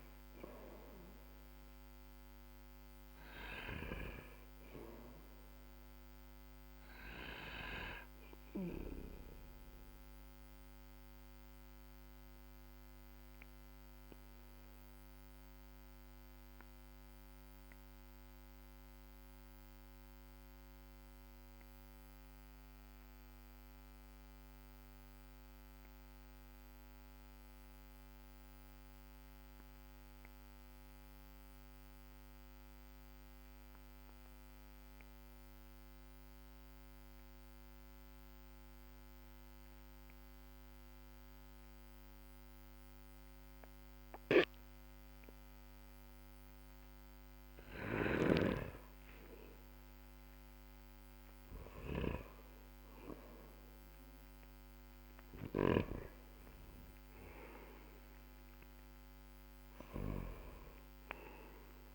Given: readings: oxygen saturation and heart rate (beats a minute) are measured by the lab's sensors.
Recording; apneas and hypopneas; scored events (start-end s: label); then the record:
breathing in sleep by a microphone on the trachea; 1
7.50-30.50 s: oxygen desaturation (device-marked, oxygen 97% before, 94% lowest, heart rate 58 before, 47 extreme)
10.50-47.00 s: obstructive apnea (oxygen 99% before, 92% lowest, heart rate 55 before, 48 extreme, up 12 after)
49.50-54.50 s: arousal
55.00-60.00 s: snoring (device-marked)
55.50-61.95 s: oxygen desaturation (device-marked, oxygen 97% before, 92% lowest, heart rate 57 before, 45 extreme)
From the record:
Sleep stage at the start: N2 (light sleep); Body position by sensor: on the back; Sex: male